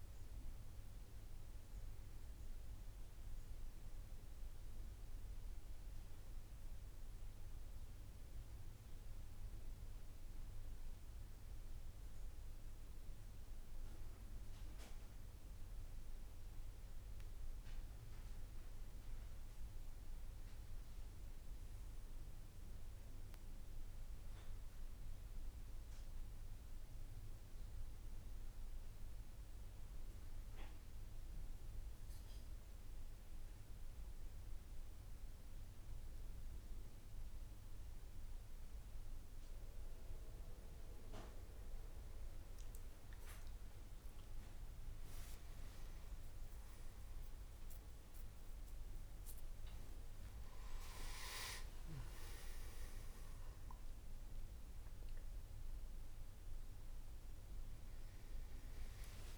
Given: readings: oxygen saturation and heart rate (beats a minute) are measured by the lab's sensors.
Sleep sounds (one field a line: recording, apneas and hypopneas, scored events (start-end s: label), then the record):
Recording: breathing in sleep, hard to hear, by a room microphone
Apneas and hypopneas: 2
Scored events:
4.50-15.50 s: hypopnea (oxygen 97% before, 93% lowest, heart rate 63 before, 54 extreme, up 6 after)
29.00-40.50 s: hypopnea (oxygen 98% before, 94% lowest, heart rate 57 before, 55 extreme, up 11 after)
From the record:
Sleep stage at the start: N3 (deep sleep)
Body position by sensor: on the back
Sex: male